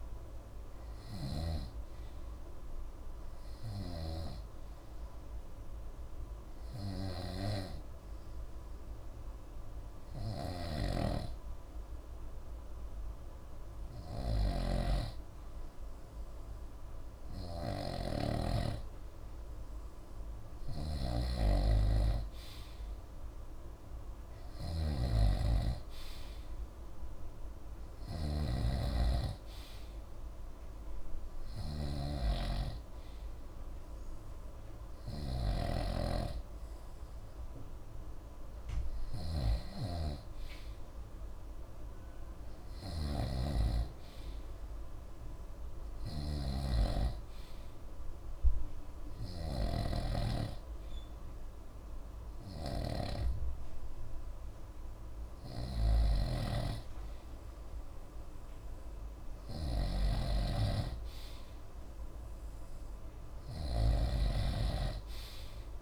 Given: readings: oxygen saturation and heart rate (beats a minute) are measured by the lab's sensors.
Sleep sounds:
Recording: breathing in sleep by a room microphone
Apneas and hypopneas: 1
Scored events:
0.00-4.50 s: snoring (device-marked)
4.50-15.50 s: hypopnea (oxygen 94% before, 91% lowest, heart rate 74 before, 54 extreme, up 1 after)
10.50-65.82 s: snoring (device-marked)
17.00-20.50 s: arousal
From the record:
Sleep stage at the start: N2 (light sleep)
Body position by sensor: on the right side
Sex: male

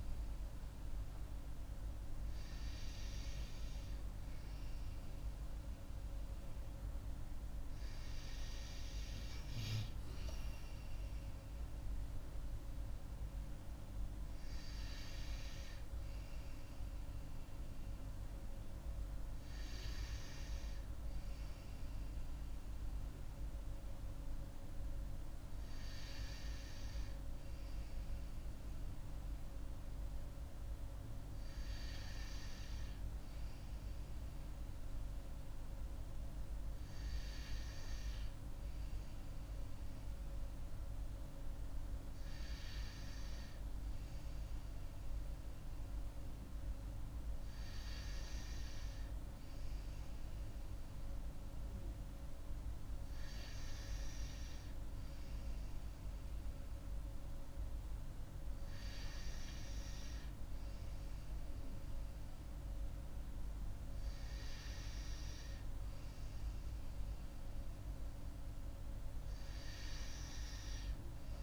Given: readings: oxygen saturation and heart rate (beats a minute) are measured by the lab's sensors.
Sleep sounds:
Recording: breathing in sleep, hard to hear, by a room microphone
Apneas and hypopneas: none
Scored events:
none scored
From the record:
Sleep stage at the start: N2 (light sleep)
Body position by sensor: on the right side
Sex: female

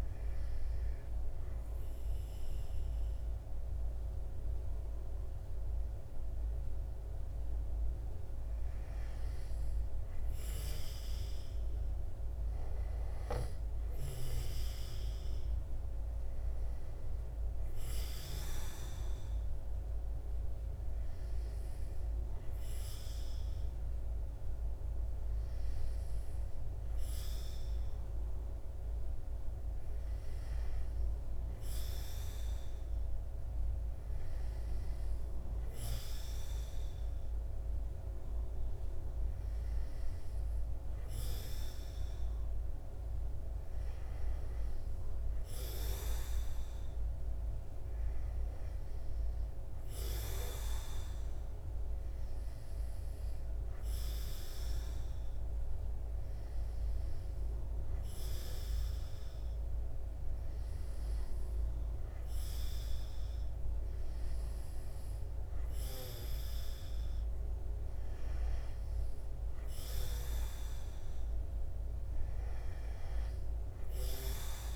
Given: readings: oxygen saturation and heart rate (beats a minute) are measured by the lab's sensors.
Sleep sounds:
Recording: breathing in sleep by a room microphone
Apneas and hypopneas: none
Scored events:
0.00-17.00 s: oxygen desaturation (device-marked, oxygen 90% lowest, heart rate 66 extreme)
From the record:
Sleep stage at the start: N2 (light sleep)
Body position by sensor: on the back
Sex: male

